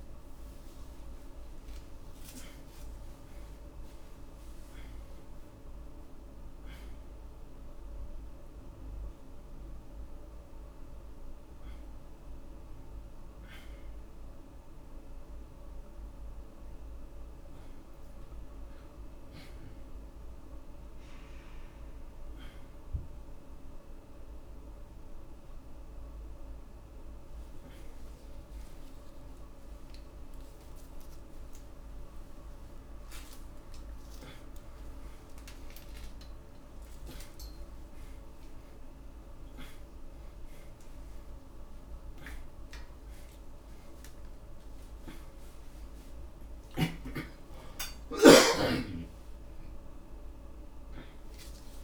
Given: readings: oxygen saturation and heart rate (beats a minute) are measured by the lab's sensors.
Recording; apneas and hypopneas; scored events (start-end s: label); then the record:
a person awake in a sleep study, by a room microphone; none
0.00-9.00 s: oxygen desaturation (device-marked, oxygen 89% lowest, heart rate 29 extreme)
27.00-39.00 s: oxygen desaturation (device-marked, oxygen 94% before, 91% lowest)
33.00-37.50 s: snoring (device-marked)
41.00-48.00 s: oxygen desaturation (device-marked, oxygen 95% before, 91% lowest)
From the record:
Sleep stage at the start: awake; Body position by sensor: upright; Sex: male